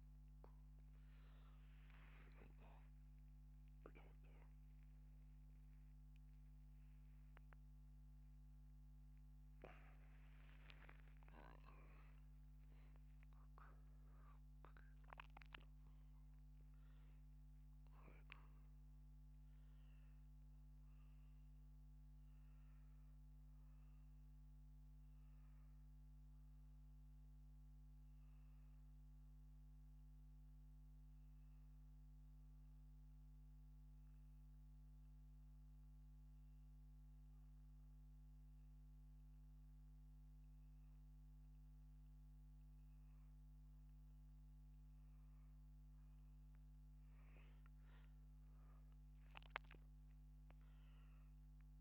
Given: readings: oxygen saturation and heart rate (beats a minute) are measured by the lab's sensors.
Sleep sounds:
a person partly awake in a sleep study, by a microphone on the trachea; 1
6.00-51.81 s: new sleep stage, N1 (lightest sleep)
33.50-45.00 s: hypopnea (oxygen 98% before, 94% lowest, heart rate 93 before, 79 extreme, up 4 after)
48.00-51.81 s: arousal
From the record:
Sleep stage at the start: awake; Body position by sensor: upright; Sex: male

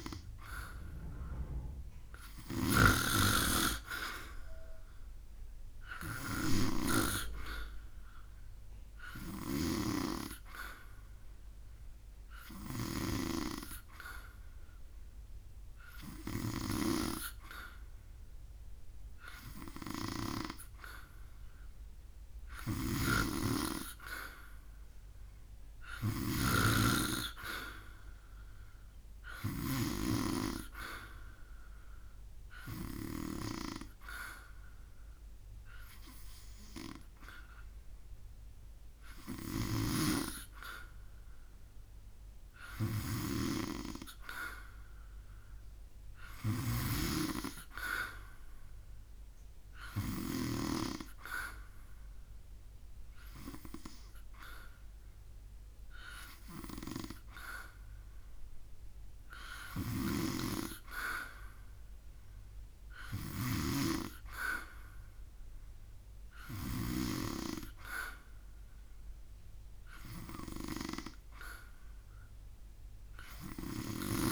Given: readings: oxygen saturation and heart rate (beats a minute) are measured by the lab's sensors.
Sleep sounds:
breathing in sleep by a room microphone; none
2.00-9.50 s: snoring (device-marked)
22.00-29.50 s: snoring (device-marked)
39.00-50.00 s: snoring (device-marked)
59.00-66.50 s: snoring (device-marked)
From the record:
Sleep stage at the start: N2 (light sleep); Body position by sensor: on the back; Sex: male

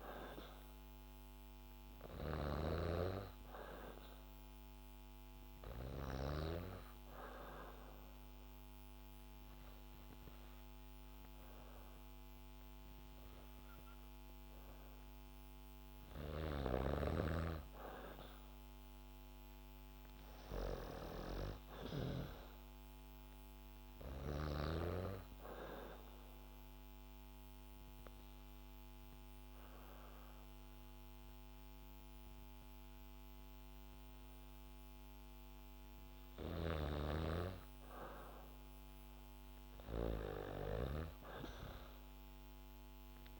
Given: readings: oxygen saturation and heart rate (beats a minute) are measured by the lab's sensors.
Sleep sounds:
breathing in sleep by a microphone on the trachea; 2
0.00-6.00 s: snoring (device-marked)
7.00-17.00 s: obstructive apnea (oxygen 96% before, 91% lowest, heart rate 72 before, 66 extreme, up 1 after)
19.00-21.00 s: arousal
23.00-39.00 s: oxygen desaturation (device-marked, oxygen 95% before, 91% lowest, heart rate 71 before, 68 extreme)
25.00-36.00 s: obstructive apnea (oxygen 96% before, 91% lowest, heart rate 70 before, 68 extreme, up 2 after)
37.50-41.50 s: arousal
From the record:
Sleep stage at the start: N2 (light sleep); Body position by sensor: on the back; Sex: female

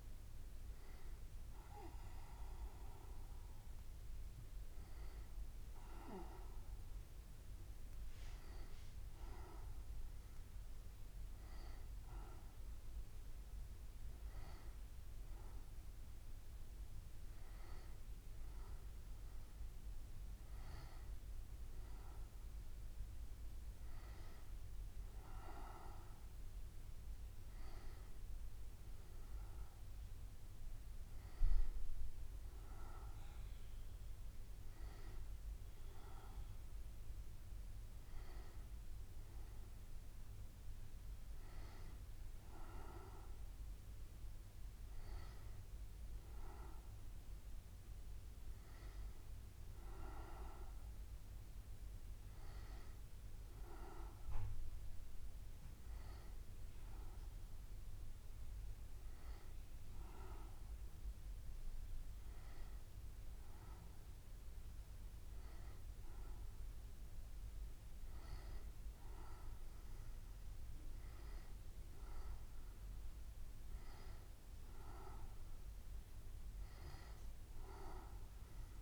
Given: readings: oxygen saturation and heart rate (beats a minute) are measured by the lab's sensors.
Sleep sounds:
breathing in sleep by a room microphone; none
0.00-17.00 s: oxygen desaturation (device-marked, oxygen 90% lowest, heart rate 70 extreme)
From the record:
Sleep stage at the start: N2 (light sleep); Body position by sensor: on the right side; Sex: female

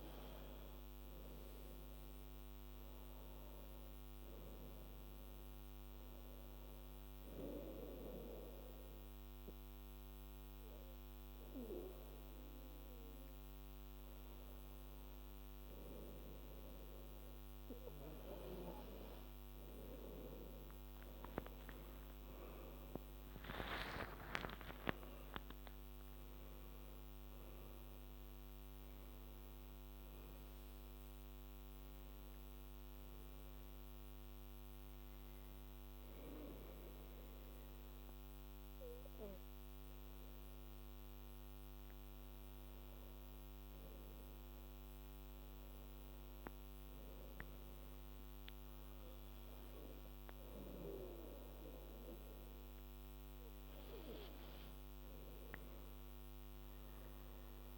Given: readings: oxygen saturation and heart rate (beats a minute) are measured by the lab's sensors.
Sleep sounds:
breathing in sleep by a microphone on the trachea; 1
0.00-2.00 s: oxygen desaturation (device-marked, oxygen 92% lowest, heart rate 84 extreme)
22.00-26.50 s: arousal
24.50-26.50 s: long interval between heartbeats (device-marked, heart rate 89 before, 110 extreme)
34.00-45.00 s: hypopnea (oxygen 97% before, 91% lowest, heart rate 96 before, 79 extreme, up 11 after)
47.50-52.00 s: arousal
48.00-56.00 s: oxygen desaturation (device-marked, oxygen 99% before, 95% lowest, heart rate 89 before, 82 extreme)
From the record:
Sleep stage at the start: N2 (light sleep); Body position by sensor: on the back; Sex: female

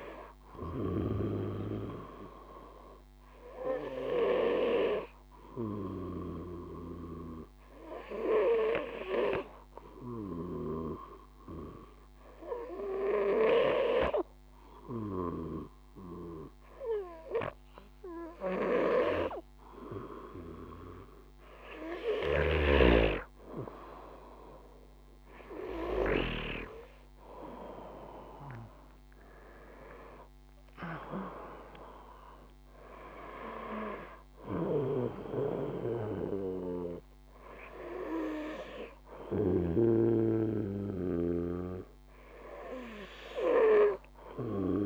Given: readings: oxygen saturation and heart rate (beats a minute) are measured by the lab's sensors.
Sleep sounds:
breathing in sleep by a microphone on the trachea; 1
3.50-18.50 s: hypopnea (oxygen 98% before, 95% lowest, heart rate 54 before, 51 extreme, up 3 after)
21.50-25.50 s: arousal
33.50-39.00 s: snoring (device-marked)
From the record:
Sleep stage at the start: N2 (light sleep); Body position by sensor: on the back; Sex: male

